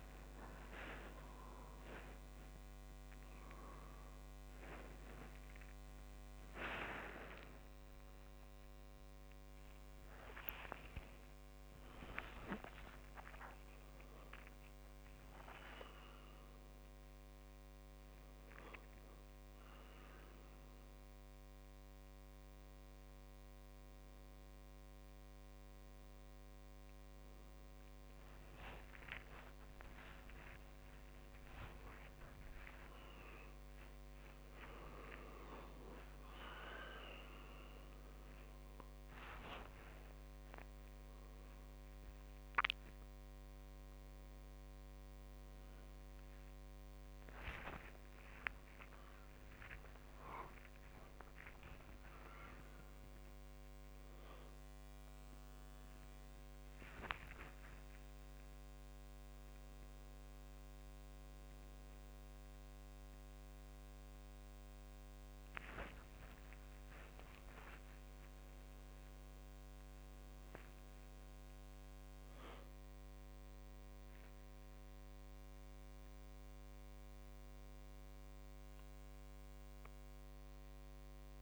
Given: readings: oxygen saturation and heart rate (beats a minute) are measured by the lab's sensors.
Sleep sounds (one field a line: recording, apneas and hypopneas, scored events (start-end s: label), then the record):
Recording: a person awake in a sleep study, by a microphone on the trachea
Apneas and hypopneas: none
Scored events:
0.00-1.50 s: long interval between heartbeats (device-marked, heart rate 149 extreme)
0.00-3.00 s: tachycardia (device-marked, heart rate 158 extreme)
1.50-3.50 s: long interval between heartbeats (device-marked, heart rate 95 before, 116 extreme)
4.50-6.50 s: long interval between heartbeats (device-marked, heart rate 104 before, 113 extreme)
10.00-15.00 s: tachycardia (device-marked, heart rate 77 before, 116 extreme)
10.50-12.50 s: long interval between heartbeats (device-marked, heart rate 113 before, 80 extreme)
12.50-14.50 s: long interval between heartbeats (device-marked, heart rate 113 before, 93 extreme)
13.00-24.00 s: drop in pulse transit time (device-marked, heart rate 113 before, 58 extreme)
15.00-17.00 s: long interval between heartbeats (device-marked, heart rate 114 before, 117 extreme)
26.00-35.00 s: tachycardia (device-marked, heart rate 78 before, 176 extreme)
28.50-30.50 s: long interval between heartbeats (device-marked, heart rate 82 before, 77 extreme)
32.50-34.50 s: long interval between heartbeats (device-marked, heart rate 88 before, 166 extreme)
39.00-41.00 s: long interval between heartbeats (device-marked, heart rate 97 before, 69 extreme)
40.00-63.00 s: drop in pulse transit time (device-marked, heart rate 97 before, 57 extreme)
47.00-49.00 s: long interval between heartbeats (device-marked, heart rate 99 before, 72 extreme)
48.00-50.00 s: tachycardia (device-marked, heart rate 81 before, 81 extreme)
49.50-51.50 s: long interval between heartbeats (device-marked, heart rate 100 before, 81 extreme)
51.50-53.50 s: long interval between heartbeats (device-marked, heart rate 97 before, 104 extreme)
From the record:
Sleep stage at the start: awake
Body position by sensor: on the right side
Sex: male